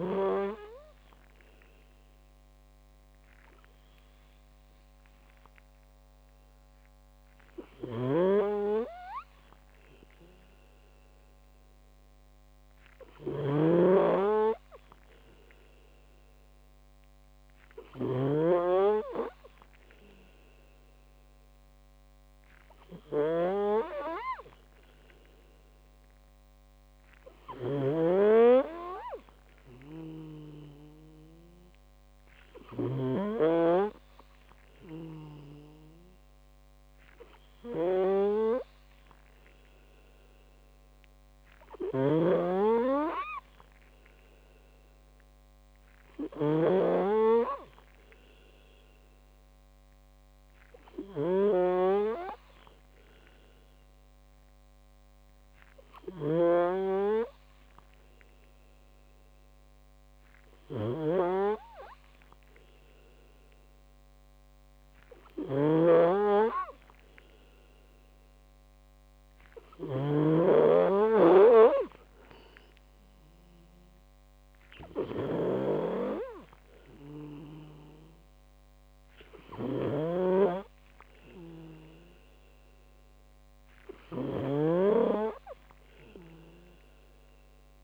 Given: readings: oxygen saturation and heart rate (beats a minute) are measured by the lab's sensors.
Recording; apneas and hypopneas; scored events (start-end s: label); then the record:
breathing in sleep by a microphone on the trachea; 2
4.50-8.50 s: arousal
8.00-33.50 s: snoring (device-marked)
12.00-26.00 s: hypopnea (oxygen 96% before, 92% lowest)
26.50-30.50 s: oxygen desaturation (device-marked, oxygen 95% before, 92% lowest)
29.00-33.00 s: arousal
37.00-70.00 s: hypopnea (oxygen 95% before, 92% lowest)
42.00-87.84 s: snoring (device-marked)
72.00-77.00 s: arousal
From the record:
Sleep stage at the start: N2 (light sleep); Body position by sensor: on the back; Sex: male